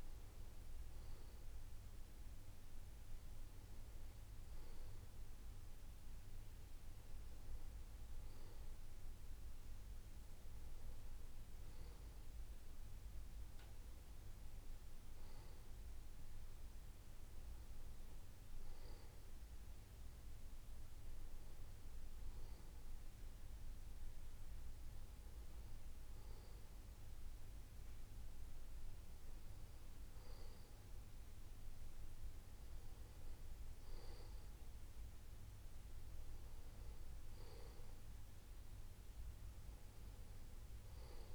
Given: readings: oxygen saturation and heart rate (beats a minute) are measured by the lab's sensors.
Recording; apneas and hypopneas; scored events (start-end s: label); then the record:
breathing in sleep, hard to hear, by a room microphone; none
none scored
From the record:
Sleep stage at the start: N2 (light sleep); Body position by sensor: on the back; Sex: male